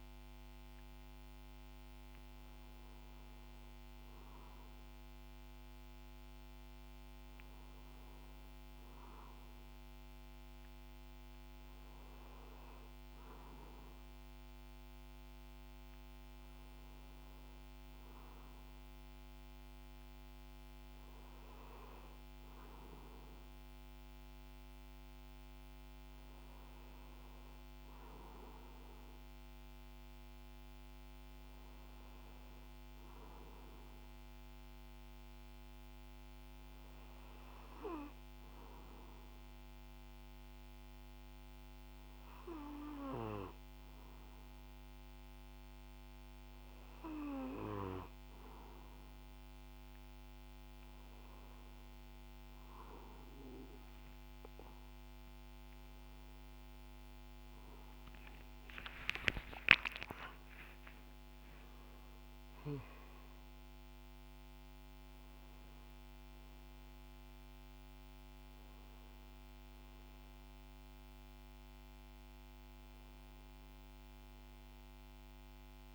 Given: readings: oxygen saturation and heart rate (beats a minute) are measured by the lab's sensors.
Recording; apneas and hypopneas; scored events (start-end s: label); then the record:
breathing in sleep by a microphone on the trachea; none
58.00-62.50 s: arousal
From the record:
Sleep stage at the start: REM sleep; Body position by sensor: on the back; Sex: male